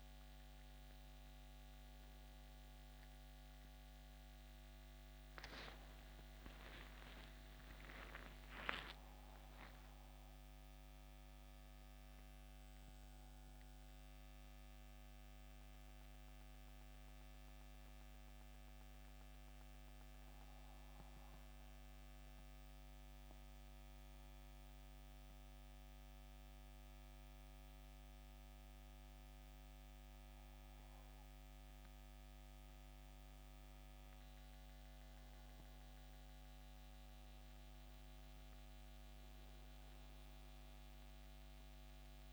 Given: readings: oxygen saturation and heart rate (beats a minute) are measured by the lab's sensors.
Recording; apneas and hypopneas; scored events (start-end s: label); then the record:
breathing in sleep, hard to hear, by a microphone on the trachea; 1
0.00-4.00 s: oxygen desaturation (device-marked, oxygen 88% lowest, heart rate 62 extreme)
19.50-32.00 s: mixed apnea (oxygen 92% before, 87% lowest, heart rate 78 before, 62 extreme, up 14 after)
34.50-39.00 s: arousal
From the record:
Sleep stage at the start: N2 (light sleep); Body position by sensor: on the back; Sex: male